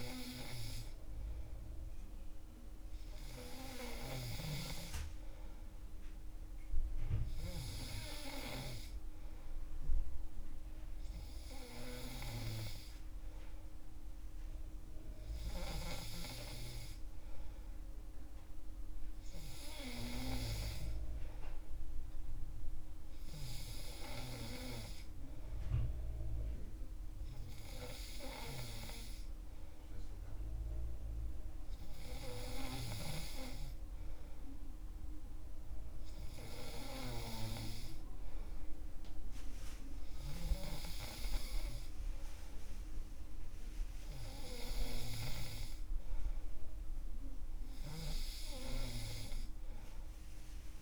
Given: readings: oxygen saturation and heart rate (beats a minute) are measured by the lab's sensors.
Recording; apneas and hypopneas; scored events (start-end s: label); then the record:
breathing in sleep by a room microphone; none
none scored
From the record:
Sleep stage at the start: N3 (deep sleep); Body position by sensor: on the back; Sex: male